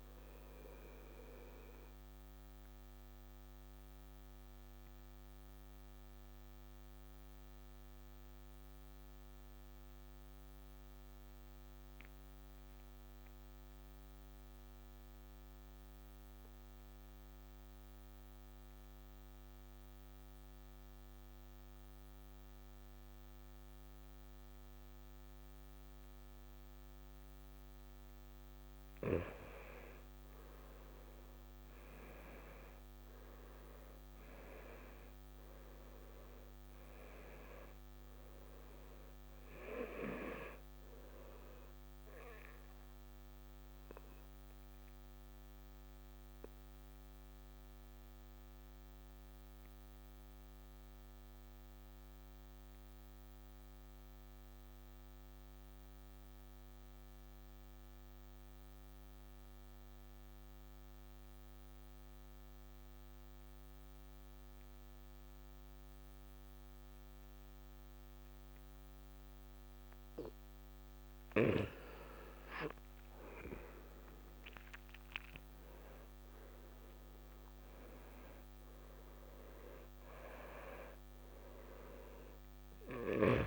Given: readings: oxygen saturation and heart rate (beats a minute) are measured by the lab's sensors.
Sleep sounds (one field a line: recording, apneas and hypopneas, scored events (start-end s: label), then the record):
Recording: breathing in sleep by a microphone on the trachea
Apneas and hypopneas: 2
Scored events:
0.00-6.00 s: oxygen desaturation (device-marked, oxygen 83% lowest, heart rate 63 extreme)
1.00-27.50 s: obstructive apnea (oxygen 95% before, 83% lowest, heart rate 71 before, 63 extreme, up 8 after)
22.00-52.00 s: oxygen desaturation (device-marked, oxygen 98% before, 84% lowest, heart rate 68 before, 52 extreme)
29.50-34.00 s: arousal
43.00-70.00 s: obstructive apnea (oxygen 97% before, 83% lowest, heart rate 69 before, 52 extreme, up 0 after)
63.00-83.47 s: oxygen desaturation (device-marked, oxygen 97% before, 83% lowest, heart rate 68 before, 52 extreme)
73.00-76.50 s: arousal
From the record:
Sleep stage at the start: N2 (light sleep)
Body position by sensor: on the back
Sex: male